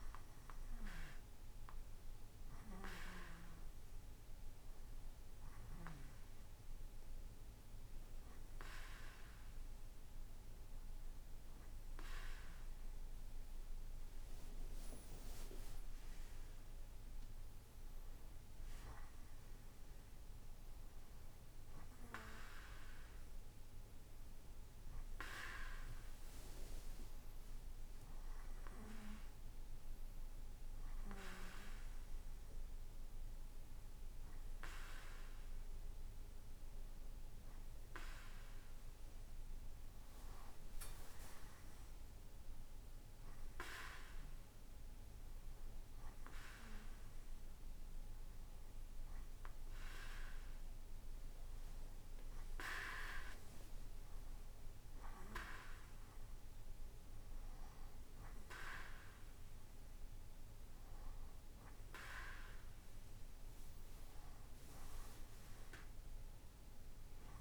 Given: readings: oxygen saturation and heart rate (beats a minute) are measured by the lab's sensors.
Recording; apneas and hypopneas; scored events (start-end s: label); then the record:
breathing in sleep by a room microphone; none
none scored
From the record:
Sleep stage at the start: N2 (light sleep); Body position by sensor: on the right side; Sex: male